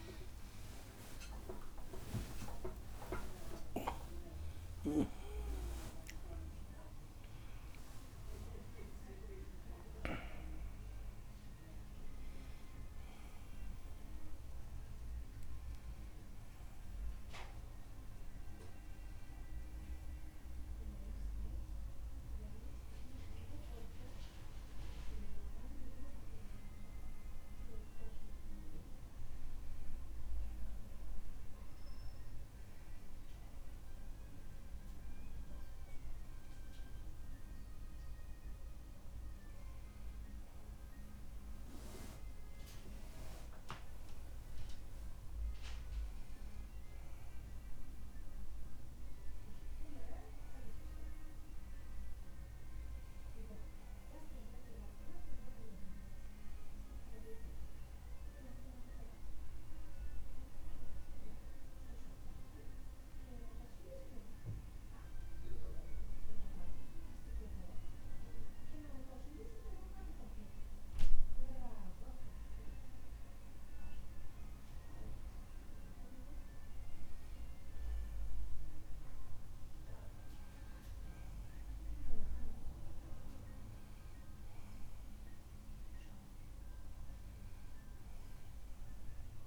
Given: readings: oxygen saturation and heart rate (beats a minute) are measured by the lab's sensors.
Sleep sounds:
a person partly awake in a sleep study, by a room microphone; 1
4.50-30.50 s: oxygen desaturation (device-marked, oxygen 97% before, 91% lowest)
12.50-72.50 s: new sleep stage, N1 (lightest sleep)
52.00-56.00 s: arousal
61.50-76.50 s: hypopnea (oxygen 100% before, 96% lowest)
72.50-89.47 s: new sleep stage, N2 (light sleep)
83.00-88.00 s: arousal
From the record:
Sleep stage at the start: awake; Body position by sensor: on the back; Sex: male

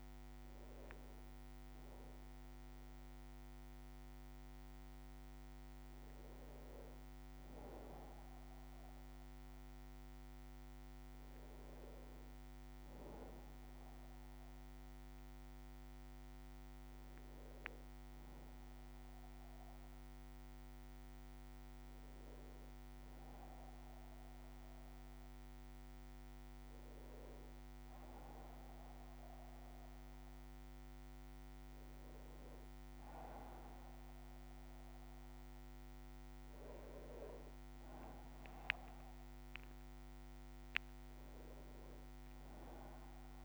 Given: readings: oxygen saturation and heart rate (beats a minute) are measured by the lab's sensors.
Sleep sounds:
a person partly awake in a sleep study, hard to hear, by a microphone on the trachea; none
2.50-32.50 s: new sleep stage, N1 (lightest sleep)
32.50-43.45 s: new sleep stage, awake
From the record:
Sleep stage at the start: awake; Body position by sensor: on the back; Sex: male

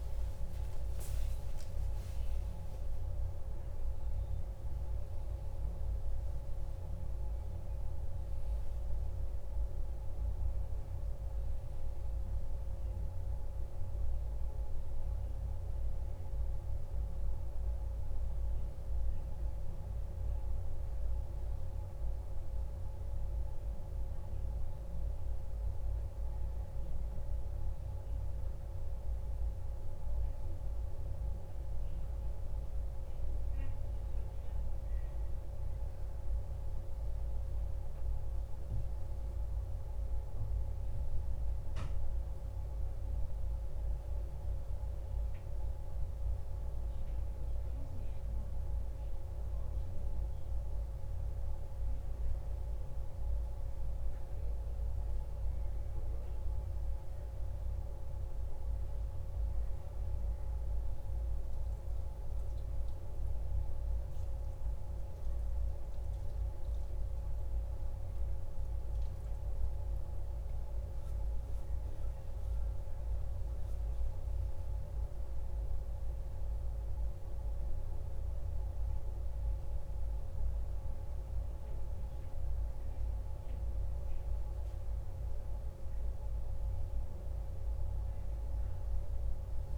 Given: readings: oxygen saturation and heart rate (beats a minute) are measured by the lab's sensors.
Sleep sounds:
a person awake in a sleep study, hard to hear, by a room microphone; none
none scored
From the record:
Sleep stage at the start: awake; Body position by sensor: on the back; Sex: male

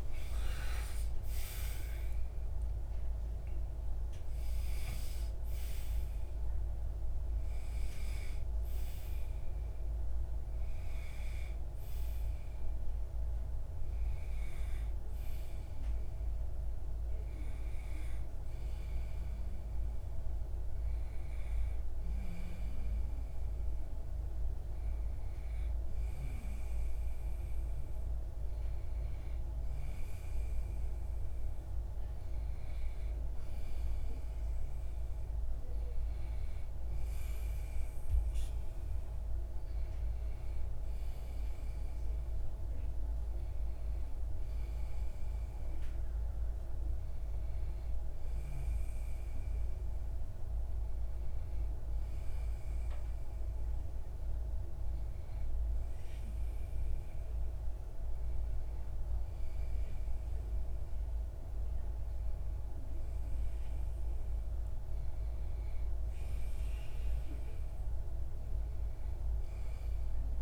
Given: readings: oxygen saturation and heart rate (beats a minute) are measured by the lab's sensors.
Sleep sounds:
breathing in sleep, hard to hear, by a room microphone; none
none scored
From the record:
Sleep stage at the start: REM sleep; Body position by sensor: on the back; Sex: male

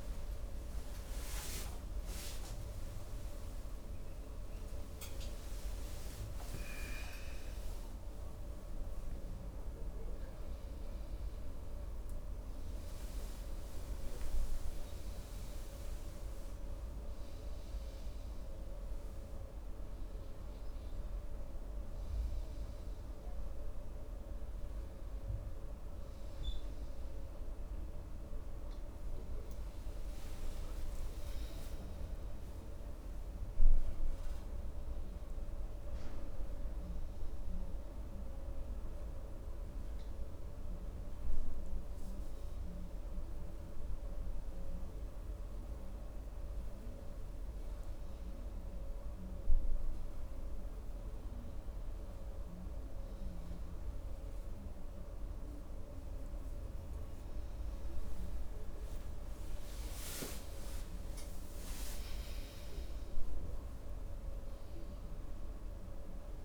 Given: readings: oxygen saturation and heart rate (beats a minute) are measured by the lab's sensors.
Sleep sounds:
a person awake in a sleep study, hard to hear, by a room microphone; none
3.00-16.00 s: oxygen desaturation (device-marked, oxygen 96% before, 91% lowest, heart rate 66 before, 70 extreme)
31.00-49.00 s: oxygen desaturation (device-marked, oxygen 94% before, 89% lowest, heart rate 76 before, 69 extreme)
53.00-66.45 s: new sleep stage, N1 (lightest sleep)
From the record:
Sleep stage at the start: awake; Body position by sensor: on the right side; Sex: male

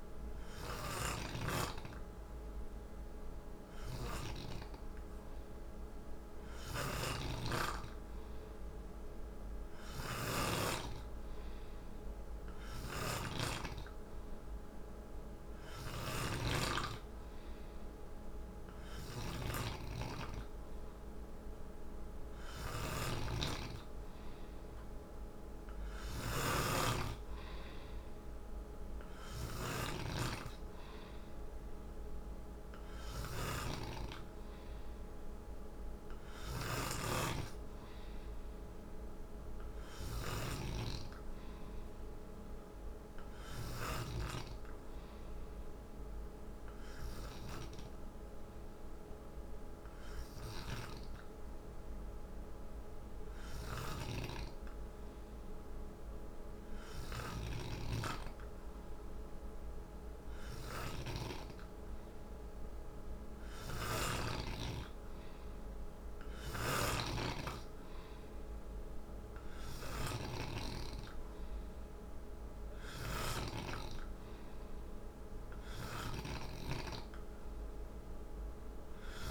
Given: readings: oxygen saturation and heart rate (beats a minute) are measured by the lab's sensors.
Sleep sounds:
breathing in sleep by a room microphone; none
0.50-16.00 s: snoring (device-marked)
22.50-44.00 s: snoring (device-marked)
57.50-64.00 s: snoring (device-marked)
66.00-79.31 s: snoring (device-marked)
From the record:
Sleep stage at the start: N2 (light sleep); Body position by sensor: on the back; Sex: male

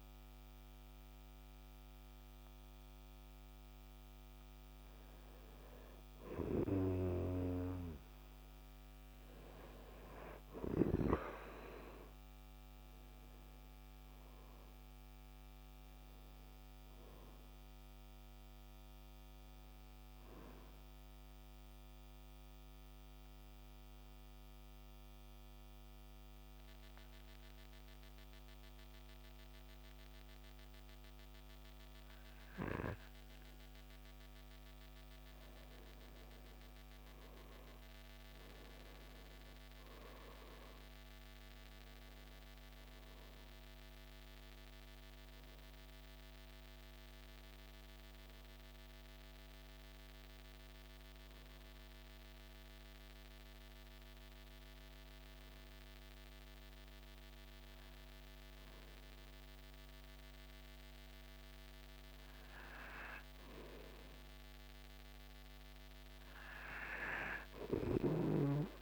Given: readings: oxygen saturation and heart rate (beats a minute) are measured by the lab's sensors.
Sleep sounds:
a person partly awake in a sleep study, by a microphone on the trachea; 1
30.00-60.00 s: new sleep stage, N1 (lightest sleep)
48.50-64.00 s: obstructive apnea (oxygen 96% before, 89% lowest, heart rate 52 before, 49 extreme, up 3 after)
60.00-68.82 s: new sleep stage, N2 (light sleep)
64.00-68.82 s: oxygen desaturation (device-marked, oxygen 95% before, 89% lowest, heart rate 51 before, 50 extreme)
From the record:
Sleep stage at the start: awake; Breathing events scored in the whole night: 239 in 3.1 hours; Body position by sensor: on the right side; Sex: male

